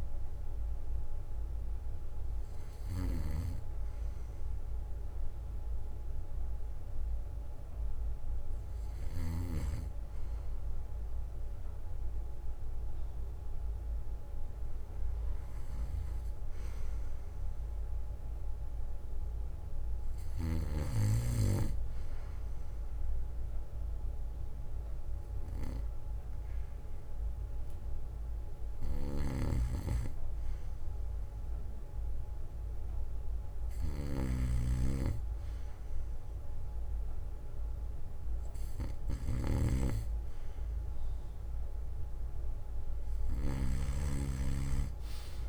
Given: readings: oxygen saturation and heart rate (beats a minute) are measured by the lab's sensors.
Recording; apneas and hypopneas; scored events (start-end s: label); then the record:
breathing in sleep by a room microphone; none
1.00-3.00 s: bradycardia (device-marked, heart rate 63 before, 52 extreme)
4.00-19.00 s: bradycardia (device-marked, heart rate 63 before, 57 extreme)
31.00-33.00 s: bradycardia (device-marked, heart rate 63 before, 59 extreme)
34.00-36.00 s: bradycardia (device-marked, heart rate 63 before, 59 extreme)
38.00-41.50 s: arousal
38.00-45.49 s: bradycardia (device-marked, heart rate 63 before, 58 extreme)
From the record:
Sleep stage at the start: N2 (light sleep); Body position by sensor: on the back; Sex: male